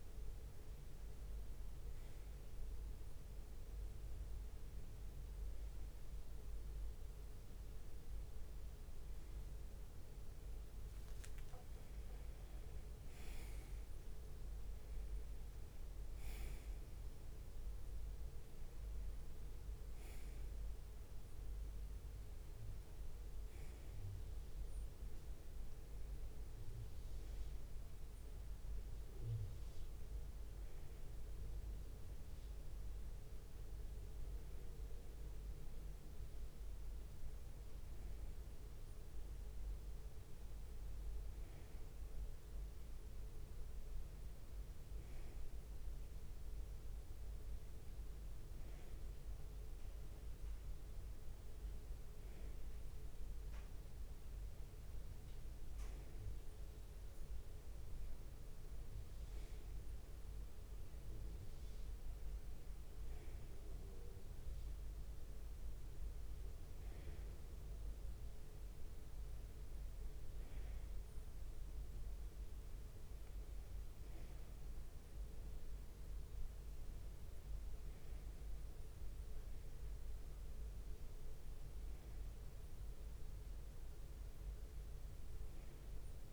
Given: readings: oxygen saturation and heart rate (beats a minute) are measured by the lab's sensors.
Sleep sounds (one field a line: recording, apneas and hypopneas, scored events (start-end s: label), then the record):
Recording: breathing in sleep, hard to hear, by a room microphone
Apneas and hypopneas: none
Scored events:
0.00-1.50 s: long interval between heartbeats (device-marked, heart rate 86 extreme)
7.50-9.50 s: long interval between heartbeats (device-marked, heart rate 91 before, 88 extreme)
8.00-10.00 s: tachycardia (device-marked, heart rate 79 before, 88 extreme)
11.00-15.50 s: leg movement (device-marked)
11.50-13.50 s: long interval between heartbeats (device-marked, heart rate 90 before, 108 extreme)
31.50-34.50 s: leg movement (device-marked)
36.50-40.00 s: leg movement (device-marked)
51.50-57.00 s: arousal
From the record:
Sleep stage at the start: N1 (lightest sleep)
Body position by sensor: on the right side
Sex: male